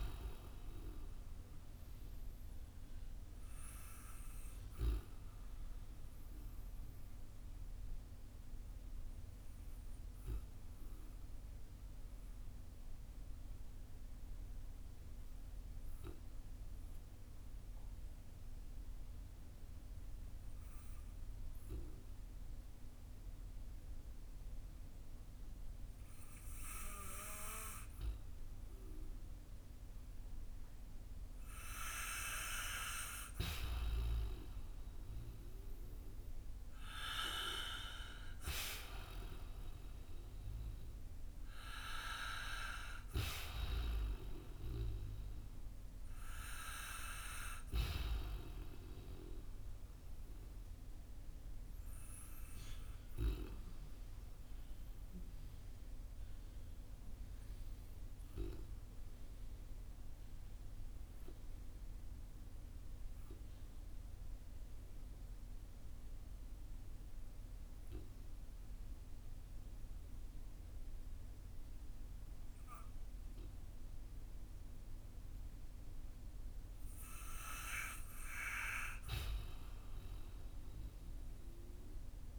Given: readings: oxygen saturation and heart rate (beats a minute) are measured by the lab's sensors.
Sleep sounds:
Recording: breathing in sleep by a room microphone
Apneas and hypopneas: 2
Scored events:
3.00-31.50 s: obstructive apnea (oxygen 96% before, 91% lowest, heart rate 52 before, 48 extreme, up 7 after)
7.00-23.00 s: oxygen desaturation (device-marked, oxygen 94% before, 91% lowest, heart rate 53 before, 48 extreme)
35.50-41.00 s: arousal
49.00-77.50 s: obstructive apnea (oxygen 96% before, 91% lowest, heart rate 57 before, 47 extreme, up 8 after)
80.50-82.39 s: arousal
From the record:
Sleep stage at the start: N2 (light sleep)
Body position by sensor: on the back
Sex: male

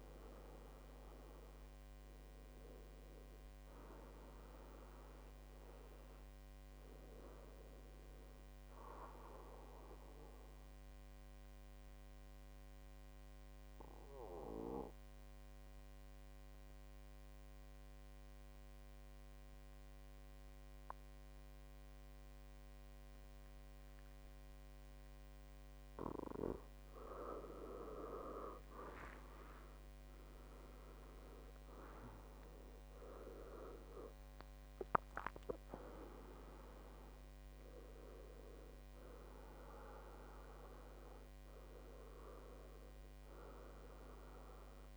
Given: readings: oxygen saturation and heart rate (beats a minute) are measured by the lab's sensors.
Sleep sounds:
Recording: breathing in sleep by a microphone on the trachea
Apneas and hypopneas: 1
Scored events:
0.00-10.00 s: oxygen desaturation (device-marked, oxygen 93% lowest, heart rate 62 extreme)
11.00-26.00 s: obstructive apnea (oxygen 97% before, 93% lowest, heart rate 72 before, 63 extreme, up 12 after)
26.50-30.00 s: arousal
32.00-44.97 s: oxygen desaturation (device-marked, oxygen 97% before, 93% lowest, heart rate 64 before, 60 extreme)
From the record:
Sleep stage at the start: N2 (light sleep)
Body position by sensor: on the back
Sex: male

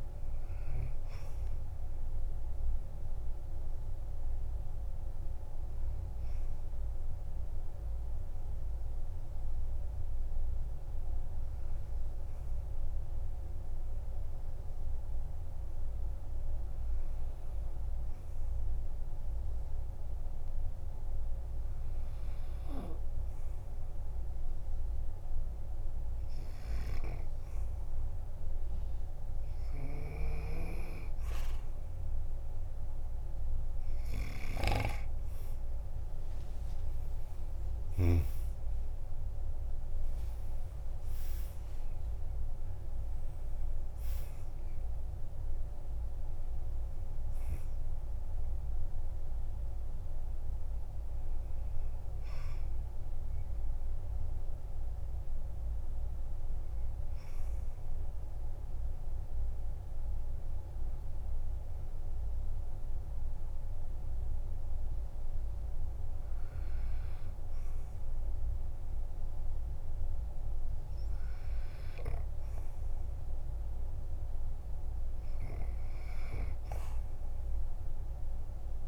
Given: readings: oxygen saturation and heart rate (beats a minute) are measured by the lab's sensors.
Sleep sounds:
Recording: breathing in sleep by a room microphone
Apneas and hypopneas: 2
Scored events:
0.00-2.00 s: oxygen desaturation (device-marked, oxygen 94% lowest, heart rate 46 extreme)
5.50-24.00 s: obstructive apnea (oxygen 98% before, 94% lowest, heart rate 55 before, 47 extreme, up 5 after)
34.00-65.00 s: oxygen desaturation (device-marked, oxygen 99% before, 94% lowest, heart rate 50 before, 49 extreme)
37.00-39.00 s: long interval between heartbeats (device-marked, heart rate 51 before, 62 extreme)
37.00-42.00 s: arousal
42.00-44.00 s: long interval between heartbeats (device-marked, heart rate 56 before, 84 extreme)
58.00-74.00 s: obstructive apnea (oxygen 98% before, 93% lowest, heart rate 66 before, 49 extreme, up 4 after)
76.00-78.88 s: arousal
From the record:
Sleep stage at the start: N2 (light sleep)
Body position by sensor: on the back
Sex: male

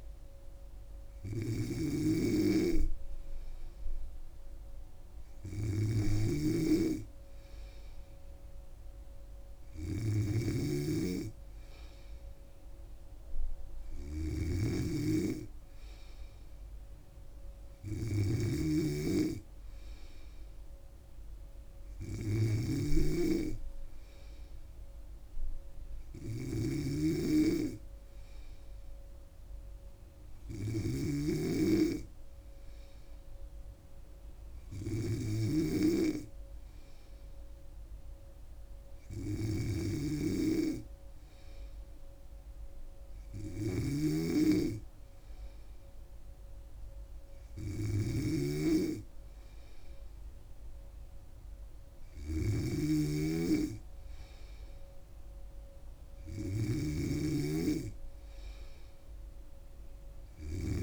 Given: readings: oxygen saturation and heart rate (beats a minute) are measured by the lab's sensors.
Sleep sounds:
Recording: breathing in sleep by a room microphone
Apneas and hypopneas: none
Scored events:
0.00-60.83 s: snoring (device-marked)
From the record:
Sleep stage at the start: N3 (deep sleep)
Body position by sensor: on the back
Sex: female

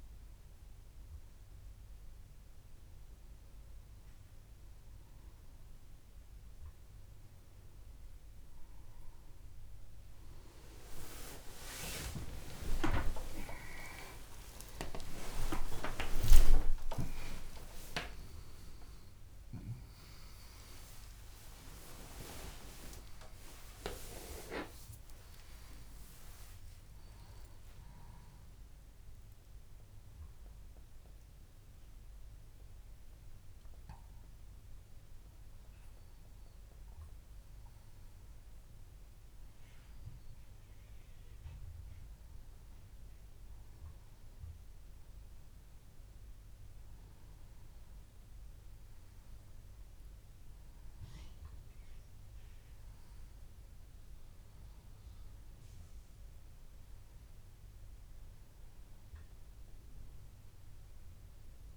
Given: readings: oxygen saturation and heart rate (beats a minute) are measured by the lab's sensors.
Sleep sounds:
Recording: a person awake in a sleep study, by a room microphone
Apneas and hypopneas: none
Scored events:
12.50-17.50 s: tachycardia (device-marked, heart rate 75 before, 121 extreme)
14.50-16.50 s: long interval between heartbeats (device-marked, heart rate 72 before, 91 extreme)
17.00-19.00 s: long interval between heartbeats (device-marked, heart rate 75 before, 121 extreme)
24.50-30.50 s: tachycardia (device-marked, heart rate 76 before, 113 extreme)
27.50-29.50 s: long interval between heartbeats (device-marked, heart rate 83 before, 113 extreme)
34.00-36.00 s: long interval between heartbeats (device-marked, heart rate 95 before, 90 extreme)
From the record:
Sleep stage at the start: awake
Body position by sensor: on the back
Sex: male

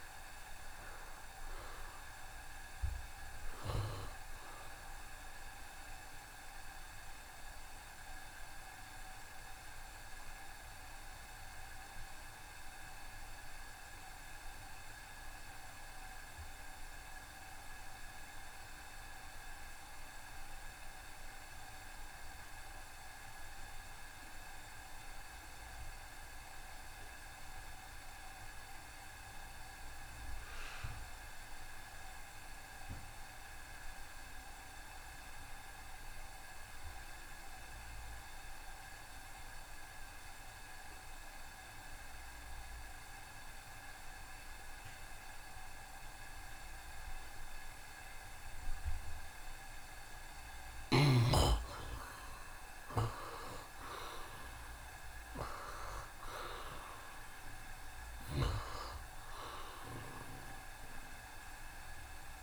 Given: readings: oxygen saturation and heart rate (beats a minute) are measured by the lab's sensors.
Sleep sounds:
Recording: breathing in sleep by a room microphone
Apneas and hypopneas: 1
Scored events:
0.00-17.50 s: oxygen desaturation (device-marked, oxygen 64% lowest, heart rate 69 extreme)
7.00-49.00 s: obstructive apnea (oxygen 73% before, 64% lowest, heart rate 75 before, 69 extreme, up 4 after)
23.50-62.43 s: oxygen desaturation (device-marked, oxygen 94% before, 66% lowest, heart rate 72 before, 69 extreme)
51.00-55.50 s: arousal
From the record:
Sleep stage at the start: N2 (light sleep)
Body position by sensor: on the right side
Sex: male

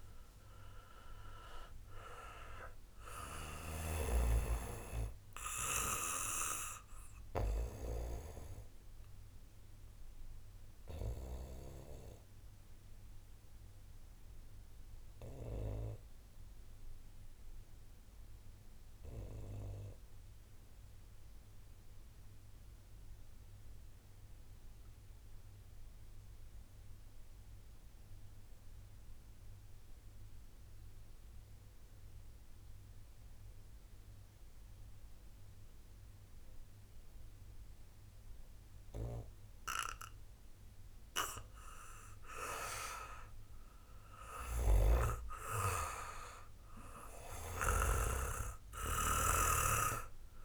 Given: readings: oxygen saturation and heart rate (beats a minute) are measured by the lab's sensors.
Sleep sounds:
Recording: breathing in sleep by a room microphone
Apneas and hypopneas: 1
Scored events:
0.00-25.50 s: oxygen desaturation (device-marked, oxygen 90% lowest)
10.00-40.50 s: obstructive apnea (oxygen 97% before, 90% lowest, heart rate 42 before, 27 extreme, up 8 after)
41.50-50.45 s: oxygen desaturation (device-marked, oxygen 98% before, 93% lowest, heart rate 62 before, 27 extreme)
43.00-47.00 s: arousal
From the record:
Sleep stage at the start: N2 (light sleep)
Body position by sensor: on the back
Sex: male

